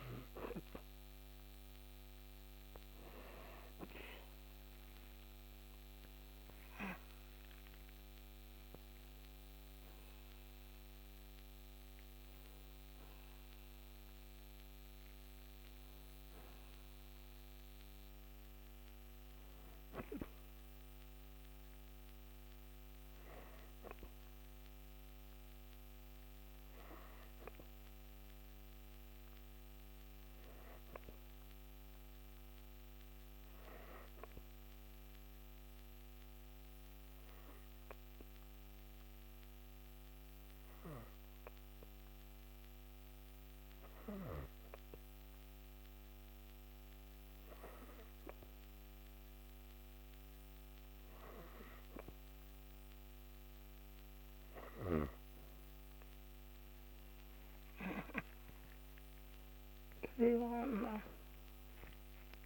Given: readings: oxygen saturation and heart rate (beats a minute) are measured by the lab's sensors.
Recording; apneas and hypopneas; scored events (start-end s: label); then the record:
breathing in sleep by a microphone on the trachea; 1
4.50-10.00 s: arousal
32.50-51.50 s: obstructive apnea (oxygen 97% before, 93% lowest, heart rate 131 before, 103 extreme, up 18 after)
51.00-62.46 s: new sleep stage, awake
From the record:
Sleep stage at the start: N2 (light sleep); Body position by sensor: on the back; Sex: female